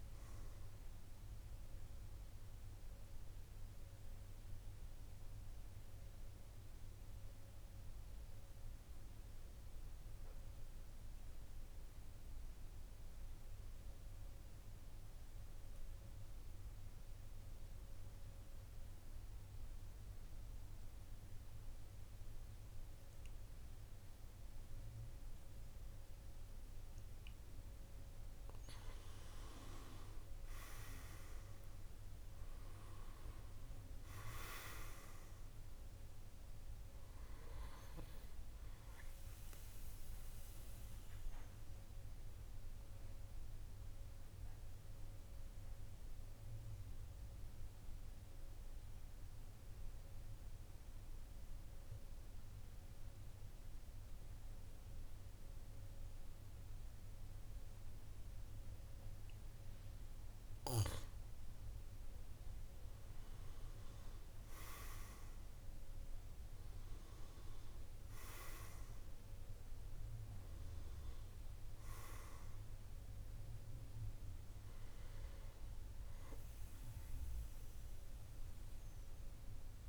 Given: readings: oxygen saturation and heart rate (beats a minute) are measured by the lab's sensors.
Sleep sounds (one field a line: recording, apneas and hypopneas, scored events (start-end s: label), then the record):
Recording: breathing in sleep by a room microphone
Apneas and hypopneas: 2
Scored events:
0.00-8.00 s: oxygen desaturation (device-marked, oxygen 93% lowest, heart rate 45 extreme)
1.50-28.00 s: mixed apnea (oxygen 97% before, 89% lowest, heart rate 52 before, 45 extreme, up 9 after)
23.00-54.00 s: oxygen desaturation (device-marked, oxygen 99% before, 89% lowest, heart rate 47 before, 46 extreme)
29.50-33.00 s: arousal
39.50-59.50 s: obstructive apnea (oxygen 99% before, 89% lowest, heart rate 53 before, 46 extreme, up 5 after)
61.50-65.50 s: arousal
68.00-79.89 s: oxygen desaturation (device-marked, oxygen 99% before, 94% lowest, heart rate 51 before, 46 extreme)
From the record:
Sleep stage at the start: N2 (light sleep)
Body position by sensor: on the back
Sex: male